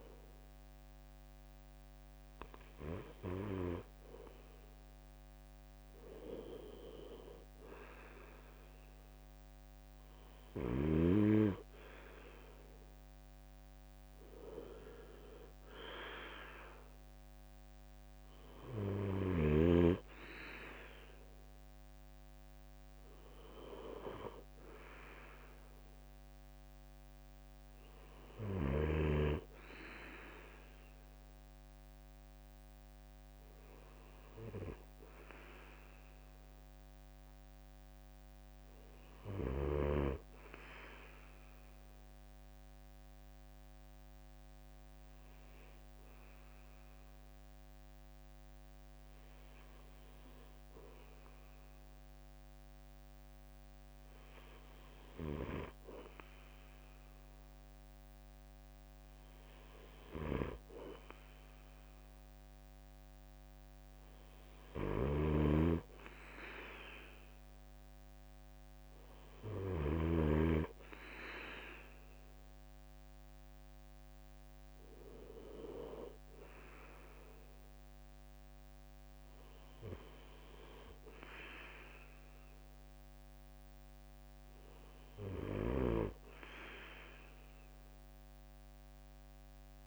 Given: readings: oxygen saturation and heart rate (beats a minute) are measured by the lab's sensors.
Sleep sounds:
breathing in sleep by a microphone on the trachea; none
0.00-1.00 s: arousal
8.00-21.00 s: drop in pulse transit time (device-marked, heart rate 69 before, 70 extreme)
64.50-70.00 s: snoring (device-marked)
From the record:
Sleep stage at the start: N2 (light sleep); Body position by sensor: on the right side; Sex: male

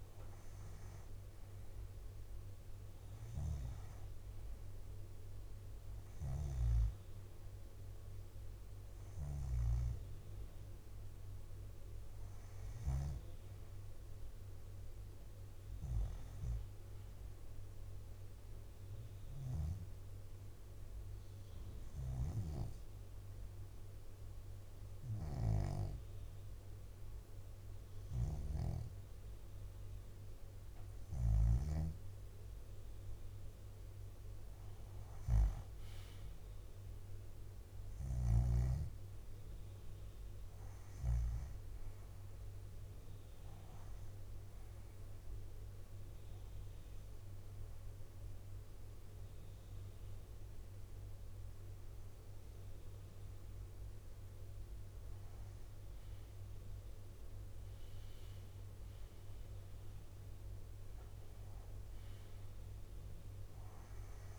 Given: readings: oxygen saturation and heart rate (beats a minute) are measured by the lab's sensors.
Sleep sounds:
breathing in sleep by a room microphone; 2
0.50-2.50 s: bradycardia (device-marked, heart rate 65 before, 62 extreme)
5.00-10.00 s: leg movement (device-marked)
6.00-13.00 s: snoring (device-marked)
10.50-21.50 s: drop in pulse transit time (device-marked, heart rate 61 before, 61 extreme)
19.00-30.00 s: obstructive apnea (oxygen 94% before, 90% lowest, heart rate 63 before, 59 extreme, up 7 after)
25.00-31.50 s: snoring (device-marked)
31.00-34.00 s: leg movement (device-marked)
32.50-35.50 s: arousal
34.50-40.00 s: leg movement (device-marked)
35.50-47.50 s: drop in pulse transit time (device-marked, heart rate 62 before, 60 extreme)
45.00-55.00 s: hypopnea (oxygen 94% before, 90% lowest, heart rate 61 before, 60 extreme, up 8 after)
56.00-59.50 s: arousal
58.00-64.39 s: leg movement (device-marked)
60.50-64.39 s: drop in pulse transit time (device-marked, heart rate 62 before, 64 extreme)
From the record:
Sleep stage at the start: N2 (light sleep); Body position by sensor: on the back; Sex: female

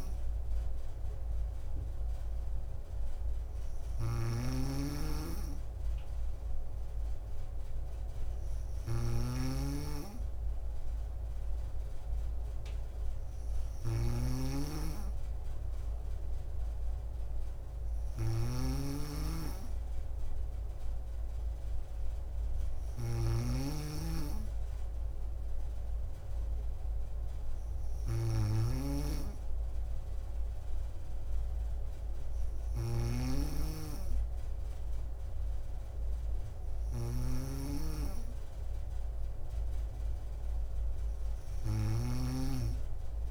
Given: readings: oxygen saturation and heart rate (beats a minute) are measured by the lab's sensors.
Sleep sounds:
breathing in sleep by a room microphone; none
0.00-43.31 s: snoring (device-marked)
From the record:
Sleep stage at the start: N2 (light sleep); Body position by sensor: on the back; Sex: female

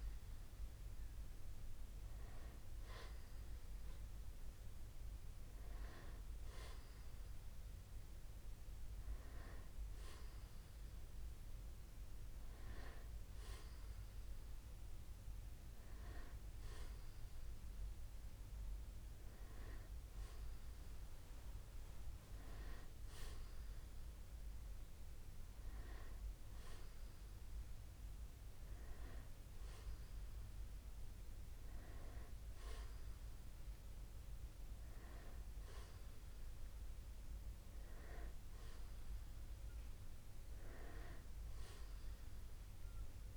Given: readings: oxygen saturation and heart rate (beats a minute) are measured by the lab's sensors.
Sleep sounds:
breathing in sleep by a room microphone; none
none scored
From the record:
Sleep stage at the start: N2 (light sleep); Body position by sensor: on the back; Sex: male

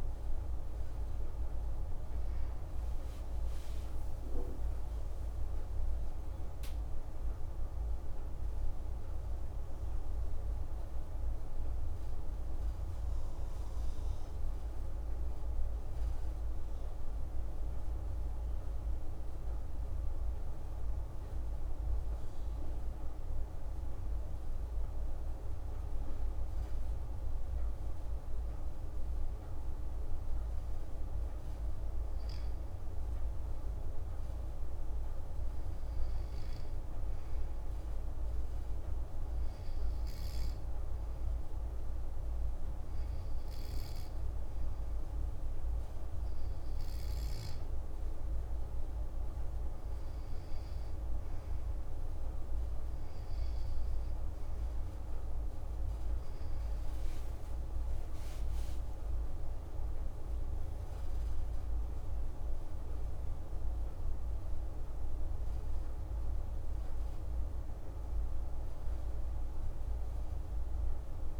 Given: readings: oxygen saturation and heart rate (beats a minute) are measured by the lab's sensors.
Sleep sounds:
breathing in sleep, hard to hear, by a room microphone; 2
0.00-4.00 s: arousal
16.50-30.50 s: hypopnea (oxygen 97% before, 95% lowest)
32.50-38.00 s: arousal
41.00-55.00 s: hypopnea (oxygen 97% before, 94% lowest, heart rate 80 before, 108 extreme, up 46 after)
56.50-62.00 s: arousal
From the record:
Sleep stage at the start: N2 (light sleep); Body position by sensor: on the back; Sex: male

